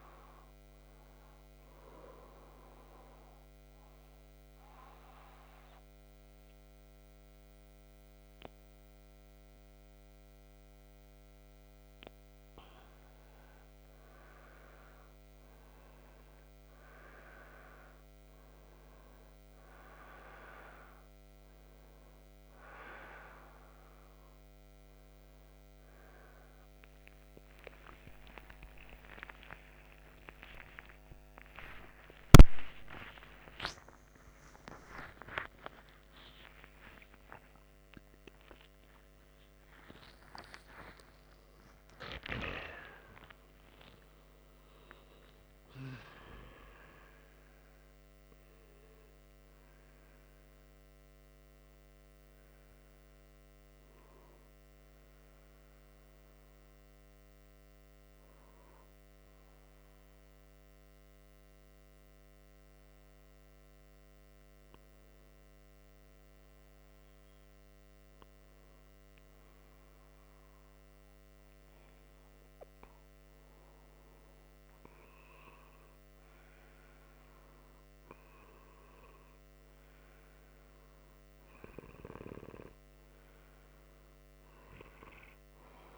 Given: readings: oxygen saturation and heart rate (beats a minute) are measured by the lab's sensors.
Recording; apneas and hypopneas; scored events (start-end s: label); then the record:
a person partly awake in a sleep study, by a microphone on the trachea; 1
0.00-2.00 s: oxygen desaturation (device-marked, oxygen 92% lowest, heart rate 63 extreme)
1.50-12.00 s: hypopnea (oxygen 97% before, 92% lowest, heart rate 66 before, 63 extreme, up 5 after)
12.00-42.00 s: new sleep stage, awake
42.00-85.98 s: new sleep stage, N1 (lightest sleep)
83.00-85.98 s: oxygen desaturation (device-marked, oxygen 98% before, 92% lowest, heart rate 65 before, 63 extreme)
From the record:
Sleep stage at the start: N1 (lightest sleep); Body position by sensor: upright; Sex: male